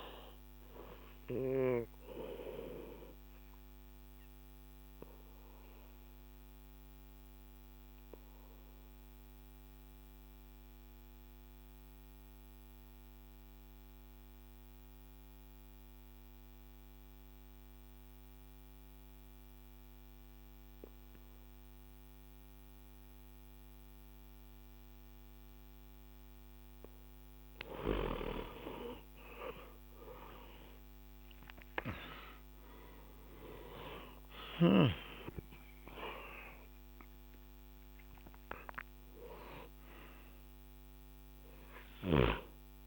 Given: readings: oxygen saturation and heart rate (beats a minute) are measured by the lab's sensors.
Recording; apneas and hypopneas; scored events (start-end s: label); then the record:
breathing in sleep by a microphone on the trachea; 1
4.50-25.50 s: obstructive apnea (oxygen 98% before, 88% lowest, heart rate 64 before, 57 extreme, up 12 after)
27.00-42.87 s: oxygen desaturation (device-marked, oxygen 97% before, 88% lowest, heart rate 65 before, 57 extreme)
27.50-32.50 s: arousal
From the record:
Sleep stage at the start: N2 (light sleep); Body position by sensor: on the back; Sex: male